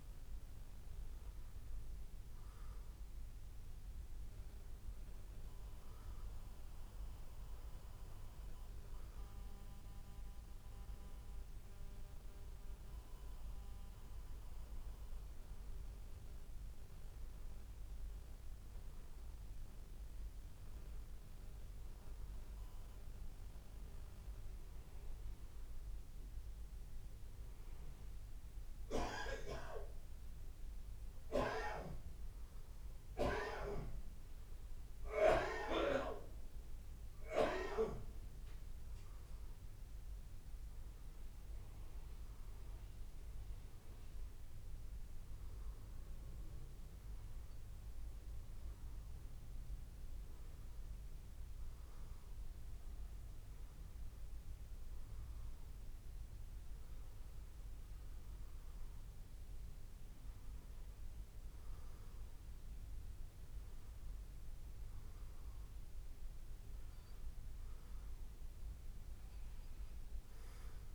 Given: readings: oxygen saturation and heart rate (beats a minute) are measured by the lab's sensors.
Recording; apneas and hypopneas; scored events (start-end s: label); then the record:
breathing in sleep by a room microphone; none
57.00-70.95 s: new sleep stage, N2 (light sleep)
From the record:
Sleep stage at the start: N1 (lightest sleep); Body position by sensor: on the back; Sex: male